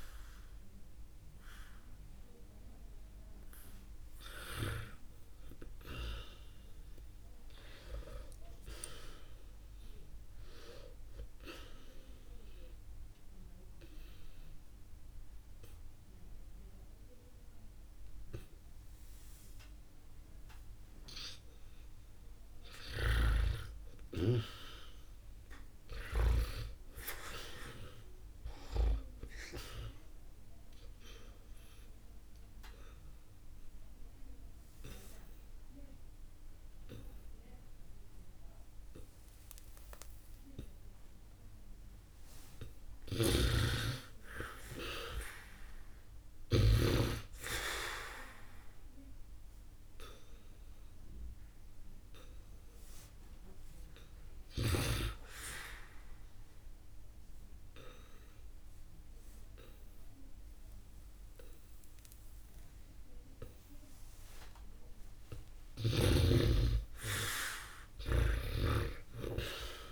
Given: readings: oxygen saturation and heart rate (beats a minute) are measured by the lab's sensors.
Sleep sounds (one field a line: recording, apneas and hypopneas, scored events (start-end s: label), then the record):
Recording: breathing in sleep by a room microphone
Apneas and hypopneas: 3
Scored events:
0.00-1.00 s: oxygen desaturation (device-marked, oxygen 92% lowest, heart rate 66 extreme)
1.00-69.92 s: new sleep stage, N2 (light sleep)
5.50-9.00 s: arousal
12.00-22.00 s: obstructive apnea (oxygen 100% before, 90% lowest, heart rate 68 before, 64 extreme, up 2 after)
23.00-26.50 s: snoring (device-marked)
25.50-29.00 s: arousal
33.00-43.50 s: hypopnea (oxygen 100% before, 90% lowest, heart rate 66 before, 62 extreme, up 1 after)
33.00-45.00 s: oxygen desaturation (device-marked, oxygen 96% before, 91% lowest, heart rate 66 before, 62 extreme)
43.00-47.00 s: snoring (device-marked)
46.00-49.50 s: arousal
51.00-65.00 s: oxygen desaturation (device-marked, oxygen 97% before, 92% lowest, heart rate 65 before, 66 extreme)
55.00-65.50 s: hypopnea (oxygen 97% before, 90% lowest, heart rate 65 before, 66 extreme, up 38 after)
65.00-67.00 s: long interval between heartbeats (device-marked, heart rate 66 before, 75 extreme)
67.50-69.92 s: arousal
68.00-69.92 s: long interval between heartbeats (device-marked, heart rate 68 before, 103 extreme)
From the record:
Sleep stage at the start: N1 (lightest sleep)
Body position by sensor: on the back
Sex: male